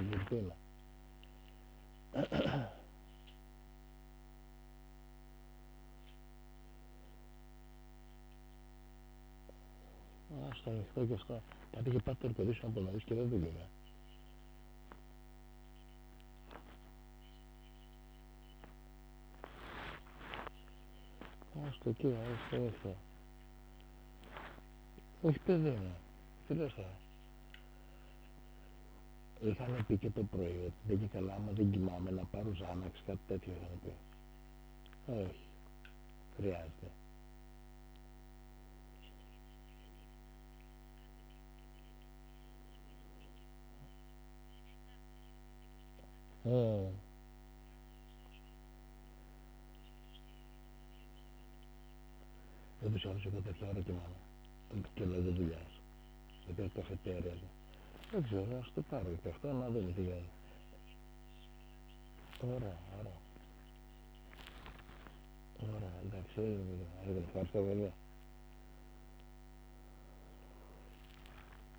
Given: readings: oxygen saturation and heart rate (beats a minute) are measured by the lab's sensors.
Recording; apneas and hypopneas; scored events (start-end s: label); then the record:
a person awake in a sleep study, by a microphone on the trachea; none
0.00-2.00 s: snoring (device-marked)
21.50-29.00 s: snoring (device-marked)
52.00-67.00 s: oxygen desaturation (device-marked, oxygen 97% before, 94% lowest, heart rate 133 before, 108 extreme)
54.50-62.00 s: snoring (device-marked)
From the record:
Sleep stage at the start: awake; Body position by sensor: on the back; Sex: male